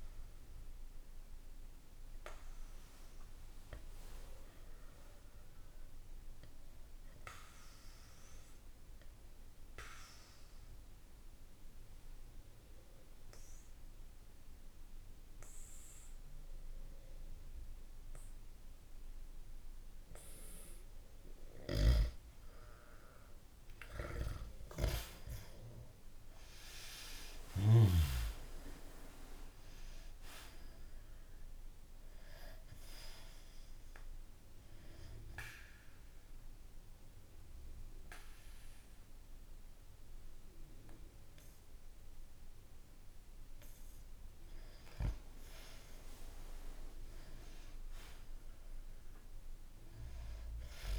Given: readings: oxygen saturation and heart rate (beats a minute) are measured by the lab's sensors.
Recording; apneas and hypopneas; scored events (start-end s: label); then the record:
breathing in sleep by a room microphone; 2
6.00-21.00 s: obstructive apnea (oxygen 97% before, 93% lowest, heart rate 66 before, 62 extreme, up 0 after)
22.00-26.00 s: arousal
33.00-50.00 s: oxygen desaturation (device-marked, oxygen 98% before, 93% lowest, heart rate 64 before, 63 extreme)
33.50-44.00 s: obstructive apnea (oxygen 98% before, 91% lowest, heart rate 64 before, 63 extreme, up 3 after)
49.00-50.99 s: arousal
From the record:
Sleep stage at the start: N2 (light sleep); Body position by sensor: on the back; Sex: male